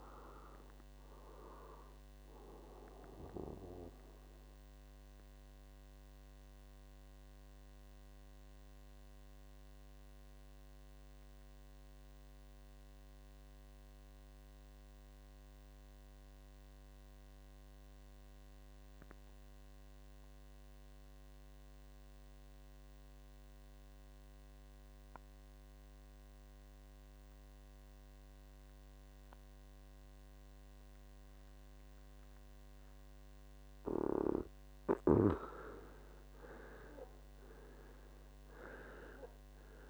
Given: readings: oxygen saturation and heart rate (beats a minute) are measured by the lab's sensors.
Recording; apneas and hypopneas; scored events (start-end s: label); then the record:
breathing in sleep by a microphone on the trachea; 1
0.00-17.00 s: oxygen desaturation (device-marked, oxygen 92% lowest, heart rate 59 extreme)
4.00-34.50 s: mixed apnea (oxygen 97% before, 92% lowest, heart rate 70 before, 58 extreme, up 12 after)
28.50-30.50 s: long interval between heartbeats (device-marked, heart rate 63 before, 78 extreme)
29.00-39.90 s: oxygen desaturation (device-marked, oxygen 98% before, 92% lowest, heart rate 64 before, 58 extreme)
37.50-39.90 s: arousal
From the record:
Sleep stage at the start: N2 (light sleep); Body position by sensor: on the right side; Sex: male